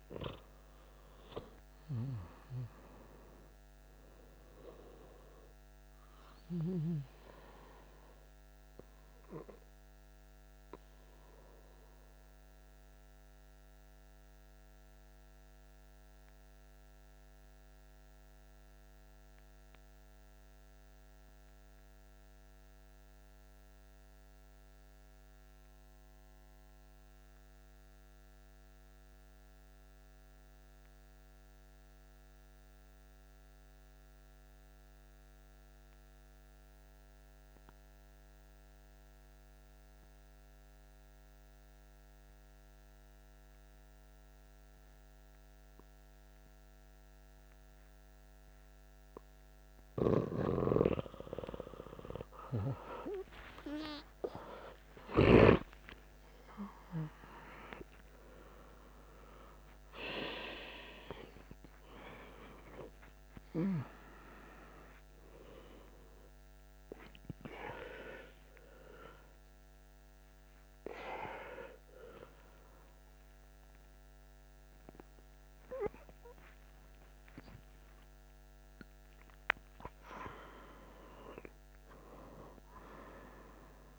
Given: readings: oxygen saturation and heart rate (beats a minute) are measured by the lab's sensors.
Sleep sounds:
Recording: breathing in sleep by a microphone on the trachea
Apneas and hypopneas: 1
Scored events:
0.00-1.50 s: arousal
8.00-48.50 s: obstructive apnea (oxygen 98% before, 91% lowest, heart rate 159 before, 48 extreme)
46.50-80.50 s: oxygen desaturation (device-marked, oxygen 97% before, 91% lowest, heart rate 122 before, 95 extreme)
51.00-57.00 s: arousal
67.50-83.99 s: new sleep stage, N1 (lightest sleep)
From the record:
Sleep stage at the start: N2 (light sleep)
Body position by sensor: on the back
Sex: male

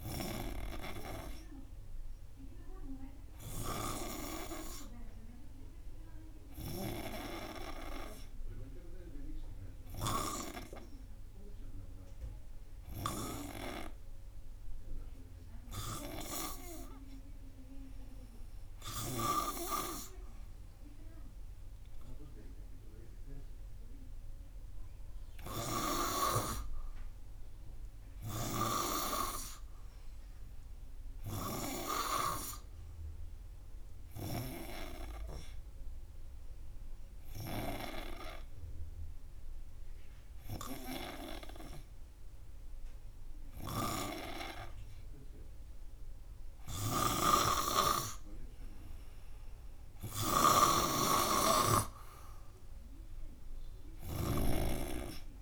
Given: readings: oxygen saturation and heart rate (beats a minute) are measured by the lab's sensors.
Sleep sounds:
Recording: breathing in sleep by a room microphone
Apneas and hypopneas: none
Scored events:
none scored
From the record:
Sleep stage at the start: N3 (deep sleep)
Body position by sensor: on the front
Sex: male

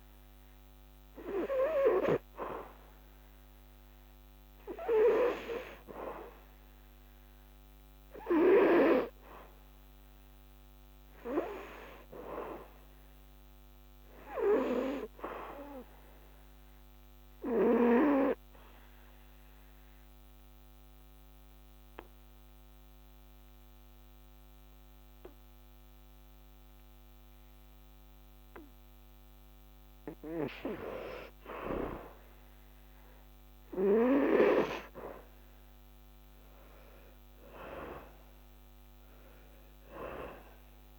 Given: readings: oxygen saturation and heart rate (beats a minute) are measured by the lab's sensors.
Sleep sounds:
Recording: breathing in sleep by a microphone on the trachea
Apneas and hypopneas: 1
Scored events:
5.50-18.50 s: oxygen desaturation (device-marked, oxygen 95% before, 88% lowest, heart rate 75 before, 70 extreme)
17.50-30.50 s: obstructive apnea (oxygen 95% before, 83% lowest, heart rate 78 before, 70 extreme, up 6 after)
33.50-36.50 s: arousal
36.50-40.99 s: oxygen desaturation (device-marked, oxygen 94% before, 85% lowest, heart rate 75 before, 61 extreme)
From the record:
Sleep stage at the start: N2 (light sleep)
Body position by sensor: on the back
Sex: male

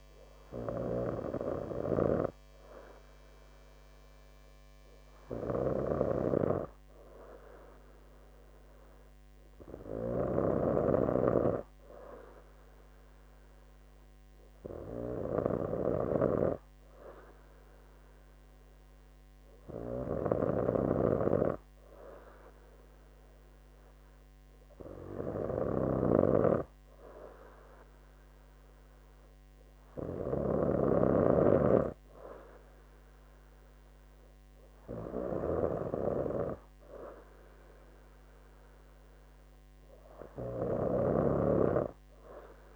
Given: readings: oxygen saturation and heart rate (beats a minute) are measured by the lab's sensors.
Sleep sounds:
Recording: breathing in sleep by a microphone on the trachea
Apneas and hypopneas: none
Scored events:
none scored
From the record:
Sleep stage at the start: N2 (light sleep)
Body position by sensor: on the right side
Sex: female

